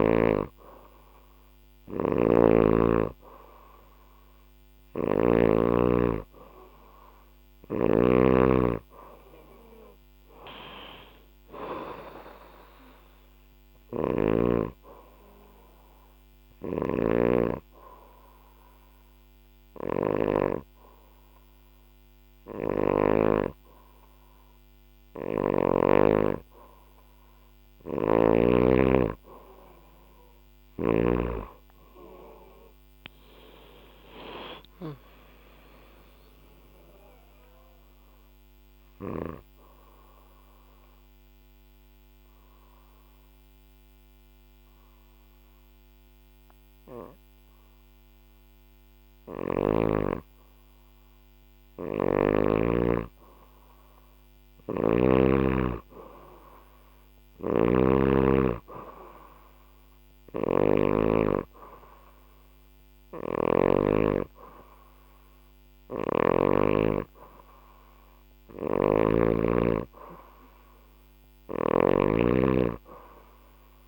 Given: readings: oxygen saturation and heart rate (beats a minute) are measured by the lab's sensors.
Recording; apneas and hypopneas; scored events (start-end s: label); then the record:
breathing in sleep by a microphone on the trachea; 2
0.00-16.00 s: oxygen desaturation (device-marked, oxygen 93% lowest, heart rate 69 extreme)
1.00-22.50 s: snoring (device-marked)
17.00-27.00 s: hypopnea (oxygen 97% before, 93% lowest, heart rate 70 before, 64 extreme, up 3 after)
27.00-30.50 s: snoring (device-marked)
31.00-35.00 s: arousal
34.00-51.00 s: oxygen desaturation (device-marked, oxygen 97% before, 93% lowest, heart rate 70 before, 64 extreme)
39.50-49.50 s: obstructive apnea (oxygen 97% before, 93% lowest, heart rate 70 before, 64 extreme, up 2 after)
48.50-52.00 s: snoring (device-marked)
54.50-58.50 s: arousal
56.50-63.00 s: snoring (device-marked)
62.00-69.00 s: oxygen desaturation (device-marked, oxygen 98% before, 94% lowest, heart rate 66 before, 67 extreme)
65.00-71.50 s: snoring (device-marked)
From the record:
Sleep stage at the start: N2 (light sleep); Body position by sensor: on the back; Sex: female